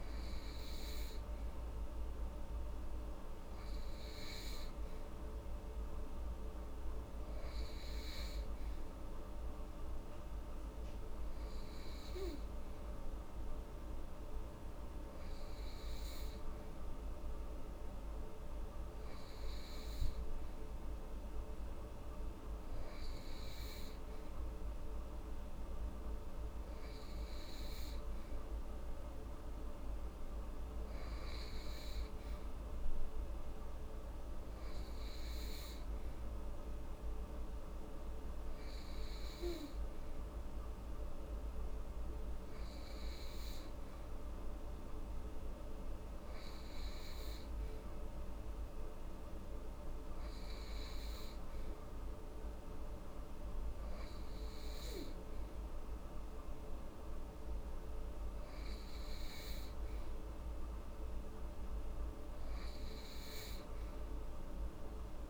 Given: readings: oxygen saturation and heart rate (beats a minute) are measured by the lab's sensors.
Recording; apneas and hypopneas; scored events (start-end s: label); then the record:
breathing in sleep, hard to hear, by a room microphone; none
none scored
From the record:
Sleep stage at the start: N3 (deep sleep); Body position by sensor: upright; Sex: female